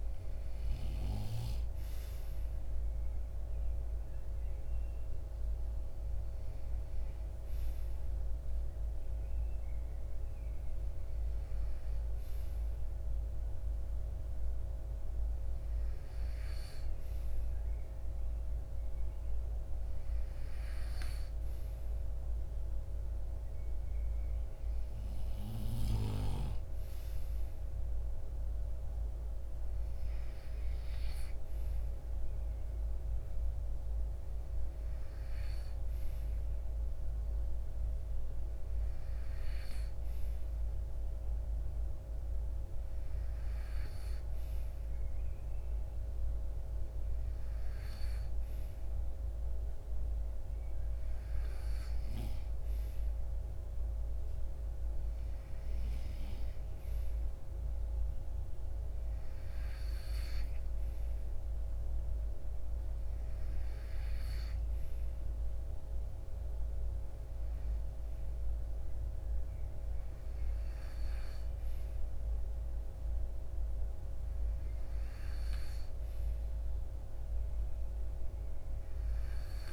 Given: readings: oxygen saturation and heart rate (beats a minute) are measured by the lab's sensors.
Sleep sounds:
breathing in sleep, hard to hear, by a room microphone; none
none scored
From the record:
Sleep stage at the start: N2 (light sleep); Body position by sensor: on the right side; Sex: male

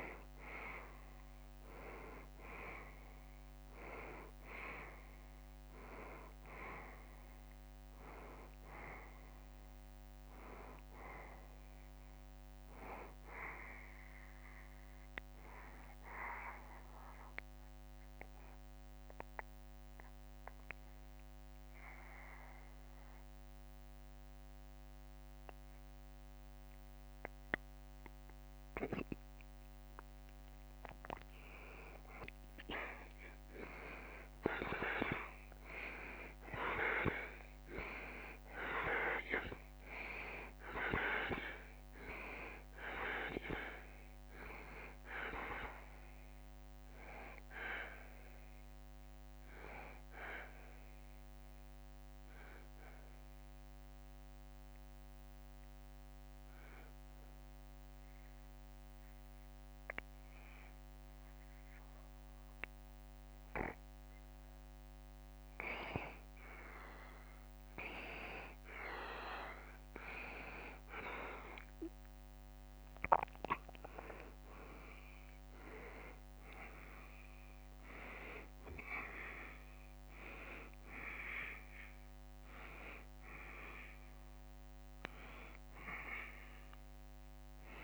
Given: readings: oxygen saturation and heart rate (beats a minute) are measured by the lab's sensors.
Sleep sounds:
breathing in sleep by a microphone on the trachea; 2
0.00-1.00 s: arousal
3.00-21.00 s: oxygen desaturation (device-marked, oxygen 95% before, 90% lowest, heart rate 71 before, 69 extreme)
16.50-29.50 s: obstructive apnea (oxygen 95% before, 88% lowest, heart rate 72 before, 69 extreme, up 6 after)
32.50-36.00 s: arousal
35.00-60.00 s: oxygen desaturation (device-marked, oxygen 95% before, 88% lowest, heart rate 71 before, 69 extreme)
47.50-65.00 s: obstructive apnea (oxygen 95% before, 88% lowest, heart rate 73 before, 69 extreme, up 0 after)
69.00-73.50 s: arousal
73.00-87.84 s: oxygen desaturation (device-marked, oxygen 95% before, 89% lowest, heart rate 72 before, 72 extreme)
From the record:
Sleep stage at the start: N2 (light sleep); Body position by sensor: on the back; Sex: male

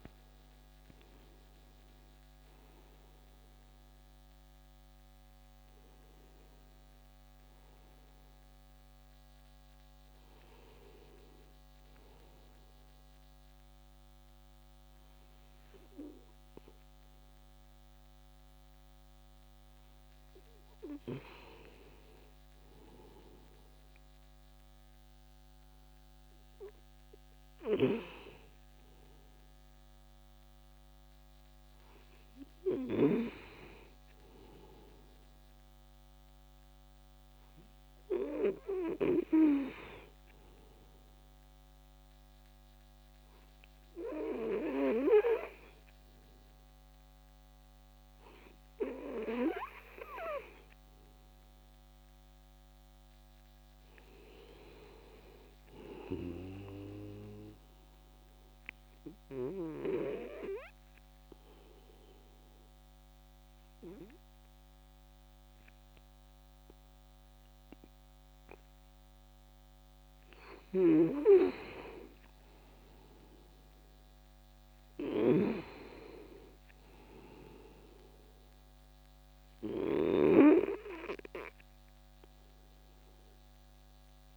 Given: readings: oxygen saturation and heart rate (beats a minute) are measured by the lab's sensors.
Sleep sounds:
breathing in sleep by a microphone on the trachea; 1
0.00-23.00 s: oxygen desaturation (device-marked, oxygen 92% lowest, heart rate 61 extreme)
59.50-71.00 s: hypopnea (oxygen 99% before, 95% lowest, heart rate 65 before, 62 extreme, up 12 after)
72.50-75.50 s: arousal
From the record:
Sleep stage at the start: N2 (light sleep); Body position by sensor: on the back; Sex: male

